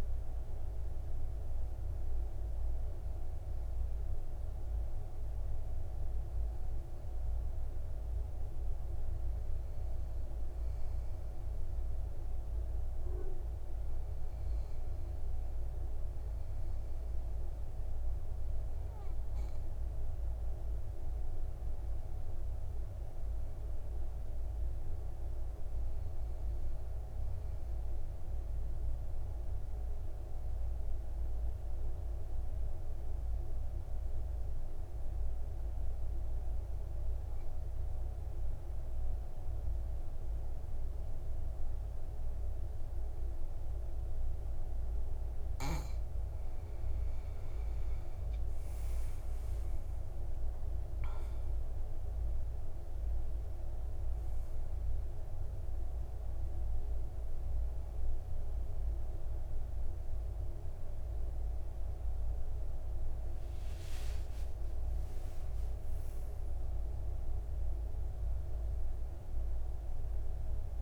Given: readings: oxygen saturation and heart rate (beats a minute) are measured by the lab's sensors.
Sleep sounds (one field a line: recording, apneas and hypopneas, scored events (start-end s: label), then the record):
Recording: breathing in sleep, hard to hear, by a room microphone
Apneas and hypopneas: 1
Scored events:
28.50-45.50 s: obstructive apnea (oxygen 97% before, 88% lowest, heart rate 62 before, 55 extreme, up 12 after)
47.50-50.50 s: arousal
49.50-70.50 s: oxygen desaturation (device-marked, oxygen 96% before, 88% lowest, heart rate 58 before, 57 extreme)
64.50-69.00 s: arousal
From the record:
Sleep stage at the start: N2 (light sleep)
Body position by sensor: on the back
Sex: male